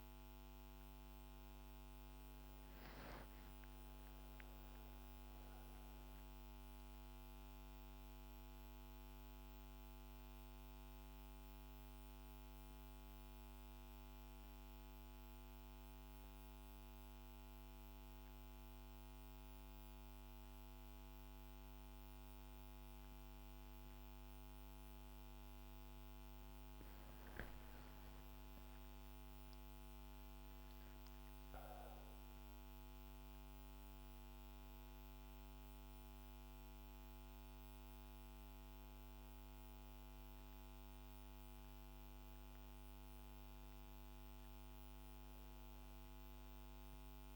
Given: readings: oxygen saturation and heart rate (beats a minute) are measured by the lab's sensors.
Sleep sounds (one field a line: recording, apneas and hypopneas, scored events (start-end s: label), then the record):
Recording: breathing in sleep, hard to hear, by a microphone on the trachea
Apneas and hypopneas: 1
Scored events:
5.50-17.00 s: obstructive apnea (oxygen 98% before, 95% lowest, heart rate 72 before, 69 extreme, up 0 after)
22.00-26.50 s: arousal
27.50-42.50 s: oxygen desaturation (device-marked, oxygen 98% before, 95% lowest, heart rate 71 before, 72 extreme)
From the record:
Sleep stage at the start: N2 (light sleep)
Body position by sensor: on the back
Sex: female